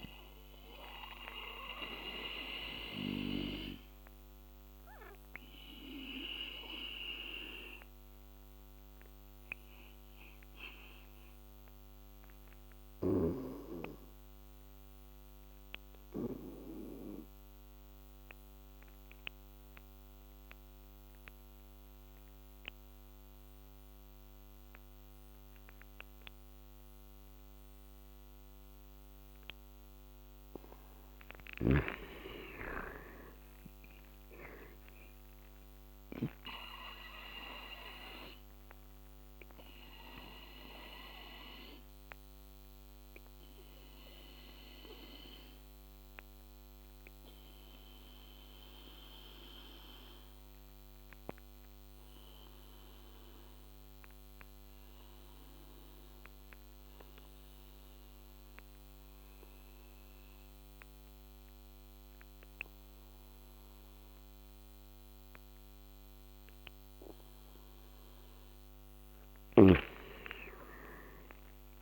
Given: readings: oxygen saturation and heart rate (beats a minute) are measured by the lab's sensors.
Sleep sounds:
breathing in sleep by a microphone on the trachea; 2
0.00-19.00 s: oxygen desaturation (device-marked, oxygen 79% lowest, heart rate 70 extreme)
8.00-29.50 s: obstructive apnea (oxygen 99% before, 79% lowest, heart rate 84 before, 70 extreme, up 9 after)
29.00-59.00 s: oxygen desaturation (device-marked, oxygen 99% before, 79% lowest, heart rate 79 before, 72 extreme)
31.00-34.50 s: arousal
37.50-67.50 s: obstructive apnea (oxygen 99% before, 79% lowest, heart rate 76 before, 72 extreme, up 12 after)
70.00-71.82 s: arousal
From the record:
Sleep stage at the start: N2 (light sleep); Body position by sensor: on the back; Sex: male

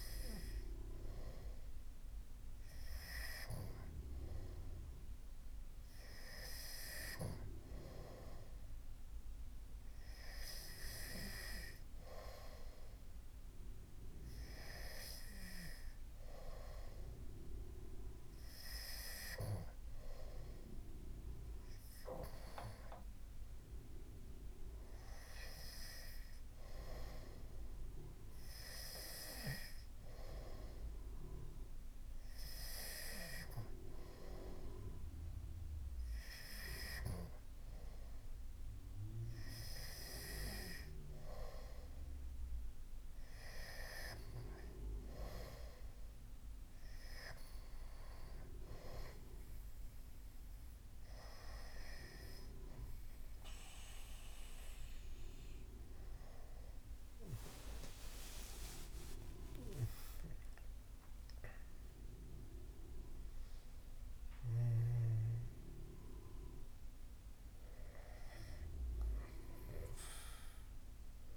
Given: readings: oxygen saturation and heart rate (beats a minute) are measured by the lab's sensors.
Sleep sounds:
breathing in sleep by a room microphone; none
57.50-61.50 s: arousal
From the record:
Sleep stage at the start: N2 (light sleep); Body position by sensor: on the back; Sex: male

